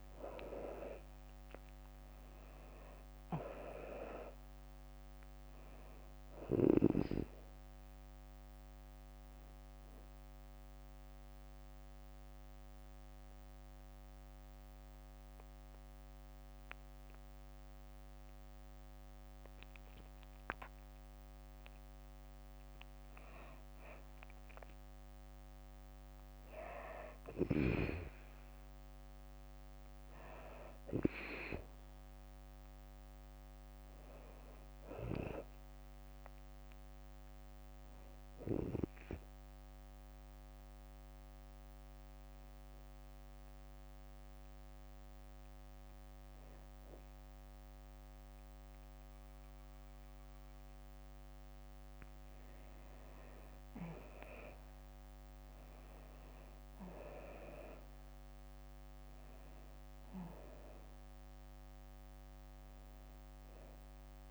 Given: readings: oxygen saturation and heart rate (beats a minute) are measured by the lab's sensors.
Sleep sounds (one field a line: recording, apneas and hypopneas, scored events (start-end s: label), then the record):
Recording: breathing in sleep by a microphone on the trachea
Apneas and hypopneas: 2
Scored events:
0.00-4.50 s: arousal
0.00-12.00 s: drop in pulse transit time (device-marked, heart rate 68 before, 68 extreme)
4.00-6.00 s: long interval between heartbeats (device-marked, heart rate 69 before, 85 extreme)
12.00-22.50 s: hypopnea (oxygen 98% before, 92% lowest, heart rate 73 before, 62 extreme, up 6 after)
23.50-26.50 s: arousal
29.00-47.00 s: oxygen desaturation (device-marked, oxygen 98% before, 92% lowest, heart rate 67 before, 61 extreme)
41.00-51.00 s: hypopnea (oxygen 98% before, 91% lowest, heart rate 69 before, 61 extreme, up 9 after)
55.00-64.31 s: drop in pulse transit time (device-marked, heart rate 65 before, 65 extreme)
59.00-64.00 s: arousal
59.00-64.31 s: oxygen desaturation (device-marked, oxygen 97% before, 93% lowest, heart rate 65 before, 64 extreme)
From the record:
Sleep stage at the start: N2 (light sleep)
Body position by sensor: on the back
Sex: female